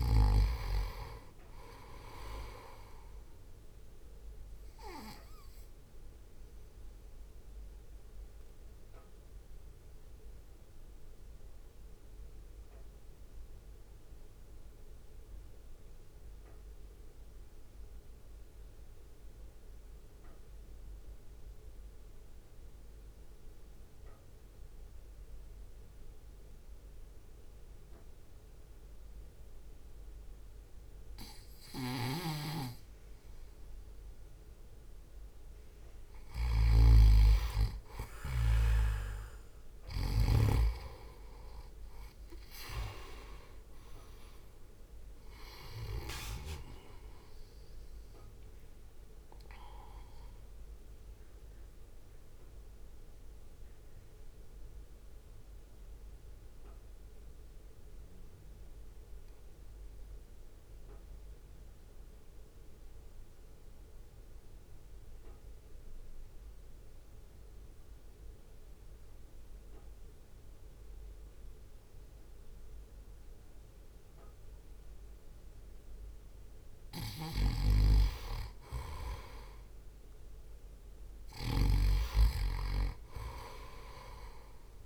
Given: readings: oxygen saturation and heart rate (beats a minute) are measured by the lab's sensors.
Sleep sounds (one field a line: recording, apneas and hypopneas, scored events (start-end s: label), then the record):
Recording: breathing in sleep by a room microphone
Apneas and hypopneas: 2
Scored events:
0.00-1.50 s: arousal
0.00-10.00 s: drop in pulse transit time (device-marked, heart rate 48 extreme)
0.00-11.00 s: oxygen desaturation (device-marked, oxygen 92% lowest, heart rate 48 extreme)
5.00-34.00 s: mixed apnea (oxygen 98% before, 91% lowest, heart rate 57 before, 56 extreme, up 0 after)
16.00-28.00 s: oxygen desaturation (device-marked, oxygen 94% before, 91% lowest, heart rate 55 before, 57 extreme)
30.00-52.00 s: oxygen desaturation (device-marked, oxygen 98% before, 92% lowest, heart rate 58 before, 56 extreme)
32.00-40.50 s: snoring (device-marked)
38.00-41.50 s: arousal
42.00-58.00 s: drop in pulse transit time (device-marked, heart rate 59 before, 57 extreme)
51.50-76.00 s: mixed apnea (oxygen 98% before, 90% lowest, heart rate 59 before, 50 extreme, up 2 after)
79.00-83.00 s: arousal
79.00-84.86 s: oxygen desaturation (device-marked, oxygen 98% before, 91% lowest, heart rate 59 before, 50 extreme)
From the record:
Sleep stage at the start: N2 (light sleep)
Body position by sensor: on the right side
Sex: male